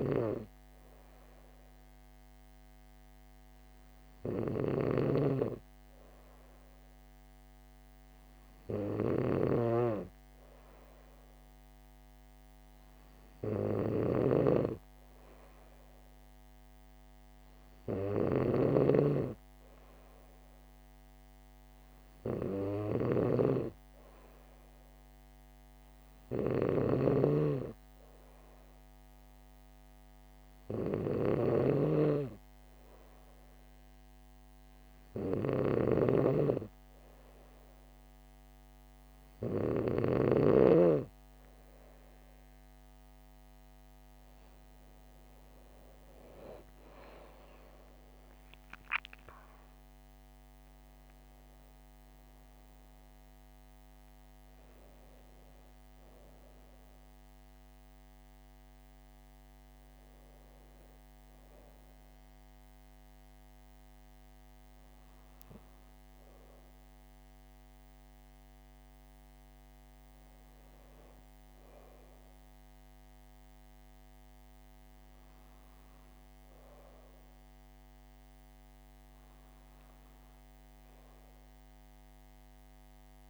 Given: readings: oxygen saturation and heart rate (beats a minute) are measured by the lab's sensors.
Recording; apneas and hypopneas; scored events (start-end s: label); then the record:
breathing in sleep by a microphone on the trachea; none
0.00-40.50 s: snoring (device-marked)
45.00-51.00 s: arousal
From the record:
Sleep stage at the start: N2 (light sleep); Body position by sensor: on the back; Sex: female